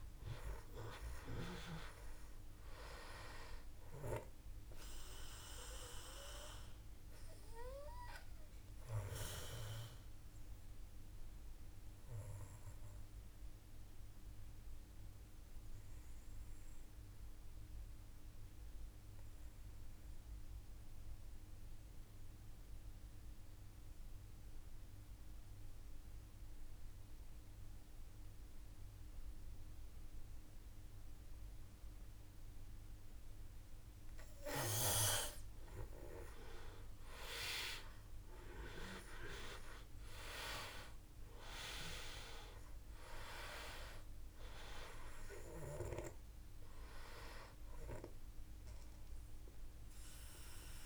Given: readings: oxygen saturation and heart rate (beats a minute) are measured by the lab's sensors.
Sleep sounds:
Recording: breathing in sleep by a room microphone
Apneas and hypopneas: 1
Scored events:
4.00-32.00 s: obstructive apnea (oxygen 98% before, 89% lowest, heart rate 56 before, 48 extreme, up 5 after)
4.50-22.50 s: oxygen desaturation (device-marked, oxygen 97% before, 93% lowest, heart rate 56 before, 48 extreme)
36.00-40.50 s: arousal
36.50-50.86 s: oxygen desaturation (device-marked, oxygen 97% before, 89% lowest, heart rate 51 before, 50 extreme)
From the record:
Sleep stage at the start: N2 (light sleep)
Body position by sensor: on the back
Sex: male

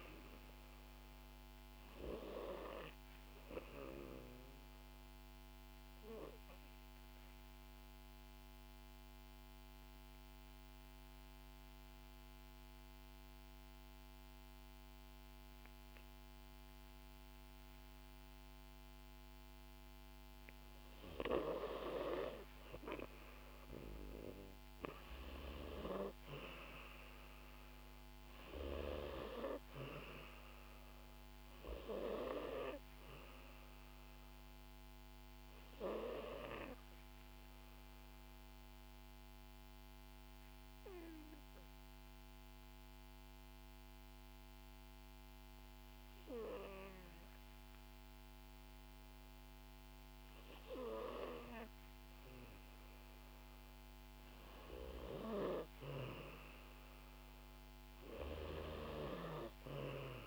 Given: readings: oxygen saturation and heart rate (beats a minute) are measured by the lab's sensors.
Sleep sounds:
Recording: breathing in sleep by a microphone on the trachea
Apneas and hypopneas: 2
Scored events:
0.00-17.50 s: oxygen desaturation (device-marked, oxygen 90% lowest, heart rate 58 extreme)
5.50-20.00 s: obstructive apnea (oxygen 95% before, 90% lowest, heart rate 63 before, 58 extreme, up 6 after)
23.00-29.00 s: arousal
36.00-53.00 s: obstructive apnea (oxygen 96% before, 92% lowest, heart rate 62 before, 58 extreme, up 2 after)
55.50-59.50 s: arousal
From the record:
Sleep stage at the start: N2 (light sleep)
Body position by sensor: on the back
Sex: female

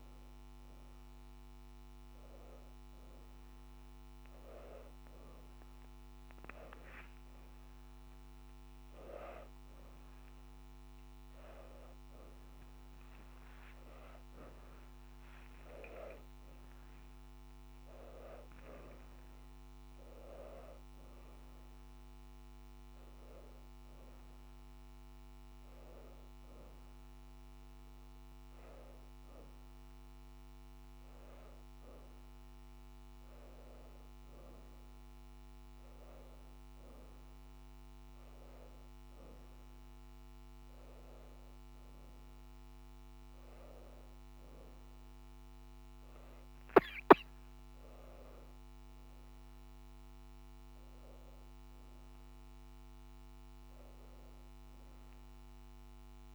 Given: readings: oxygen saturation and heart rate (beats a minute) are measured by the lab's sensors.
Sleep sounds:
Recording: a person partly awake in a sleep study, by a microphone on the trachea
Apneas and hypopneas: none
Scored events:
10.50-56.35 s: new sleep stage, N1 (lightest sleep)
From the record:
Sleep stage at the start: awake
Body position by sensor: on the back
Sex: female

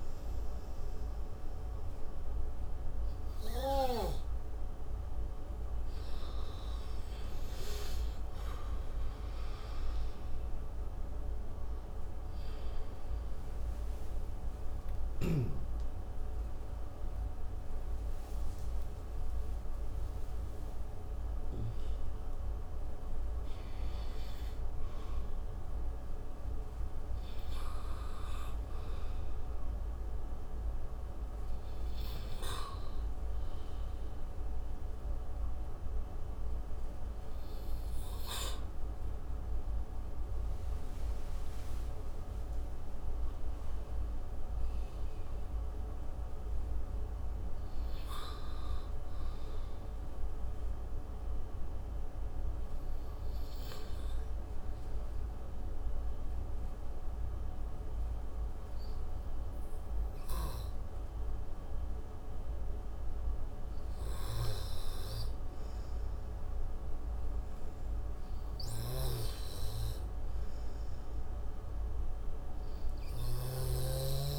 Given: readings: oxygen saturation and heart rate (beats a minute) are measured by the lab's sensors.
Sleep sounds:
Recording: breathing in sleep, hard to hear, by a room microphone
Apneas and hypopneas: none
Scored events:
0.00-11.00 s: oxygen desaturation (device-marked, oxygen 91% lowest)
12.00-18.00 s: tachycardia (device-marked)
16.00-22.00 s: arousal
19.00-24.00 s: tachycardia (device-marked)
61.00-74.39 s: new sleep stage, N2 (light sleep)
64.50-68.50 s: arousal
69.00-74.00 s: snoring (device-marked)
From the record:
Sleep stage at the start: N3 (deep sleep)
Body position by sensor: on the right side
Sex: male

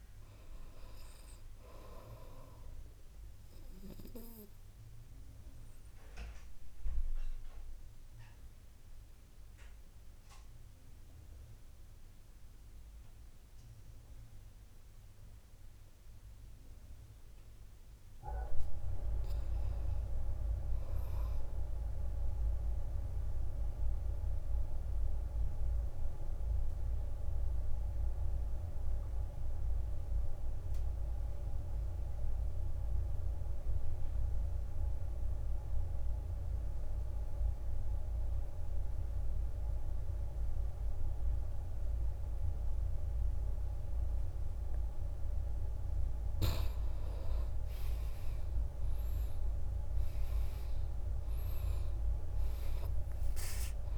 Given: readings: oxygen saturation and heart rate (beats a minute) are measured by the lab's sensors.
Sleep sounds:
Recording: breathing in sleep by a room microphone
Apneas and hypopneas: 2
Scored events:
0.00-18.50 s: oxygen desaturation (device-marked, oxygen 83% lowest, heart rate 53 extreme)
4.00-17.00 s: obstructive apnea (oxygen 99% before, 79% lowest, heart rate 65 before, 53 extreme, up 5 after)
19.00-22.00 s: arousal
25.00-45.50 s: obstructive apnea (oxygen 99% before, 79% lowest, heart rate 55 before, 55 extreme, up 10 after)
37.50-53.98 s: oxygen desaturation (device-marked, oxygen 98% before, 79% lowest, heart rate 57 before, 54 extreme)
47.50-51.00 s: arousal
From the record:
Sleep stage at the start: N2 (light sleep)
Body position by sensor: on the back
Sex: male

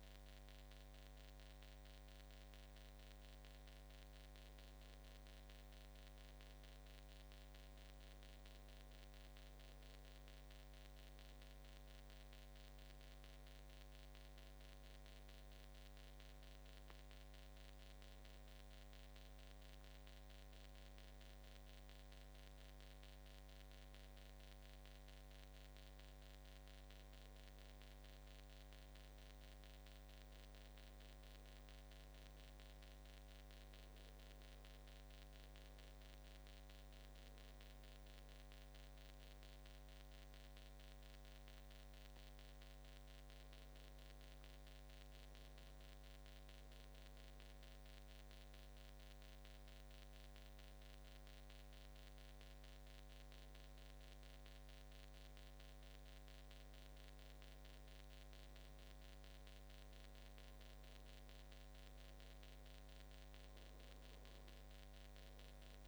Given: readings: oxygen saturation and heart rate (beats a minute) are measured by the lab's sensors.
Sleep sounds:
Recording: breathing in sleep, hard to hear, by a microphone on the trachea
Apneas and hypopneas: none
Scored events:
none scored
From the record:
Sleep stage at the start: N2 (light sleep)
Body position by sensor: on the back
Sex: male

